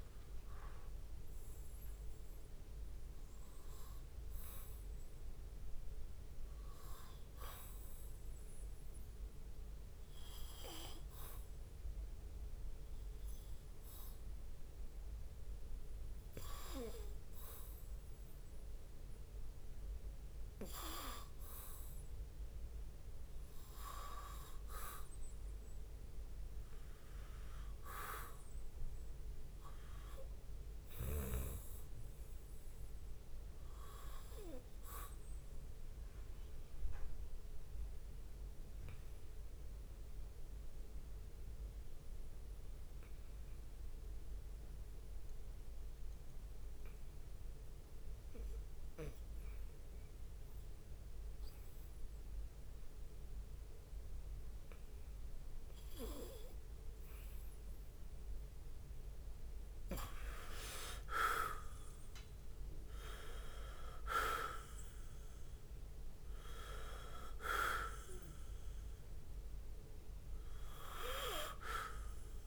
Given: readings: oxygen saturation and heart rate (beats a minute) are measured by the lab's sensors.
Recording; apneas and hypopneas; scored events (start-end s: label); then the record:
breathing in sleep by a room microphone; 1
0.00-2.00 s: arousal
0.00-5.00 s: leg movement (device-marked)
0.00-20.50 s: oxygen desaturation (device-marked, oxygen 91% lowest)
0.00-72.47 s: bradycardia (device-marked)
9.00-13.50 s: leg movement (device-marked)
18.00-23.00 s: leg movement (device-marked)
28.50-34.50 s: leg movement (device-marked)
29.50-48.50 s: oxygen desaturation (device-marked, oxygen 93% before, 90% lowest)
37.00-57.50 s: hypopnea (oxygen 93% before, 89% lowest)
42.00-47.50 s: leg movement (device-marked)
52.50-58.00 s: leg movement (device-marked)
60.50-64.50 s: arousal
60.50-65.50 s: leg movement (device-marked)
64.50-72.47 s: oxygen desaturation (device-marked, oxygen 94% before, 89% lowest)
67.00-69.50 s: leg movement (device-marked)
70.00-72.47 s: leg movement (device-marked)
From the record:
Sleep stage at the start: REM sleep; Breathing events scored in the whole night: 189 in 4.2 hours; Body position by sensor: on the back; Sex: male